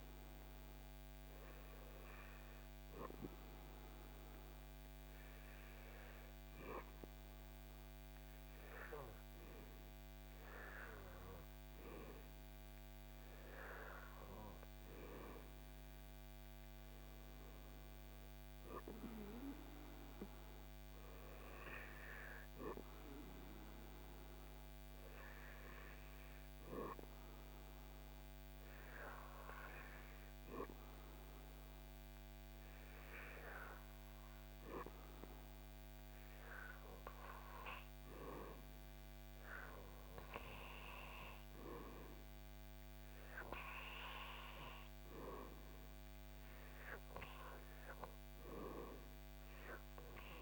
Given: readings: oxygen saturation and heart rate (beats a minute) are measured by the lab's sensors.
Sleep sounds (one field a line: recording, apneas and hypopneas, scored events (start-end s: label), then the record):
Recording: breathing in sleep by a microphone on the trachea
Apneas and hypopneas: 2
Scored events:
0.00-4.50 s: oxygen desaturation (device-marked, oxygen 88% lowest, heart rate 78 extreme)
3.50-13.50 s: hypopnea (oxygen 95% before, 90% lowest, heart rate 85 before, 76 extreme, up 4 after)
16.50-20.50 s: arousal
21.50-32.50 s: oxygen desaturation (device-marked, oxygen 95% before, 92% lowest, heart rate 80 before, 76 extreme)
30.50-44.00 s: hypopnea (oxygen 96% before, 90% lowest, heart rate 81 before, 79 extreme, up 3 after)
46.00-50.00 s: arousal
48.50-50.42 s: oxygen desaturation (device-marked, oxygen 93% before, 90% lowest, heart rate 79 before, 79 extreme)
From the record:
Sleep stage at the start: N2 (light sleep)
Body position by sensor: on the back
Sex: male